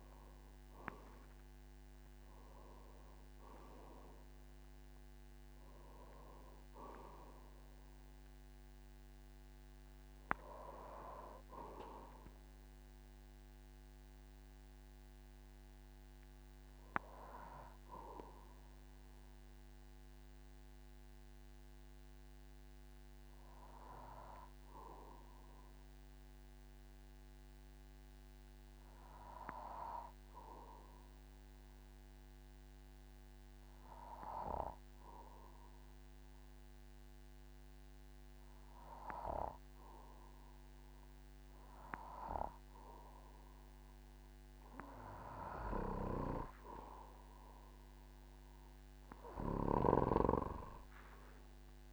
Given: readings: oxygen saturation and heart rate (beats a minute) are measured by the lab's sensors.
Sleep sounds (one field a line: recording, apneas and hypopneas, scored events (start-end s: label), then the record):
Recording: breathing in sleep by a microphone on the trachea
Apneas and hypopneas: 1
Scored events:
0.00-5.50 s: arousal
0.00-5.50 s: oxygen desaturation (device-marked, oxygen 95% lowest, heart rate 47 extreme)
9.50-32.50 s: oxygen desaturation (device-marked, oxygen 97% before, 92% lowest, heart rate 56 before, 47 extreme)
20.50-45.00 s: obstructive apnea (oxygen 99% before, 92% lowest, heart rate 55 before, 48 extreme, up 6 after)
47.50-50.50 s: arousal
48.50-51.93 s: oxygen desaturation (device-marked, oxygen 98% before, 92% lowest, heart rate 52 before, 46 extreme)
From the record:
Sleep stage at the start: N2 (light sleep)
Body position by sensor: on the back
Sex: male